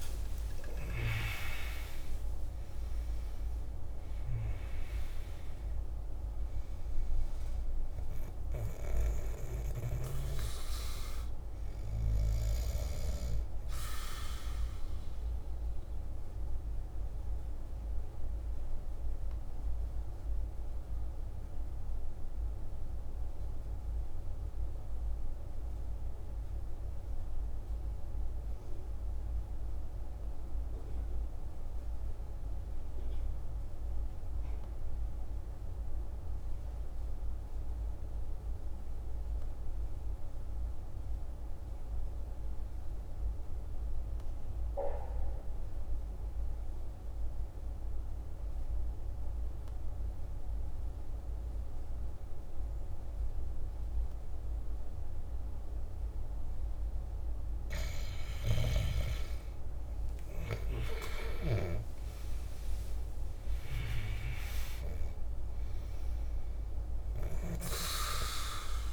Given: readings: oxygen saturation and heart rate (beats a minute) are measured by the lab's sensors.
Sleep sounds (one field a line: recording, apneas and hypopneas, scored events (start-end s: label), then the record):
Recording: breathing in sleep by a room microphone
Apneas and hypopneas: 1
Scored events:
0.00-4.00 s: oxygen desaturation (device-marked, oxygen 74% lowest, heart rate 50 extreme)
11.00-28.00 s: oxygen desaturation (device-marked, oxygen 78% before, 69% lowest, heart rate 69 before, 49 extreme)
16.00-56.00 s: obstructive apnea (oxygen 82% before, 69% lowest, heart rate 70 before, 49 extreme, up 13 after)
26.00-68.93 s: new sleep stage, N2 (light sleep)
41.00-68.93 s: oxygen desaturation (device-marked, oxygen 99% before, 73% lowest, heart rate 50 before, 49 extreme)
61.50-66.00 s: arousal
From the record:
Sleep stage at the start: N1 (lightest sleep)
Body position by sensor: on the back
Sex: male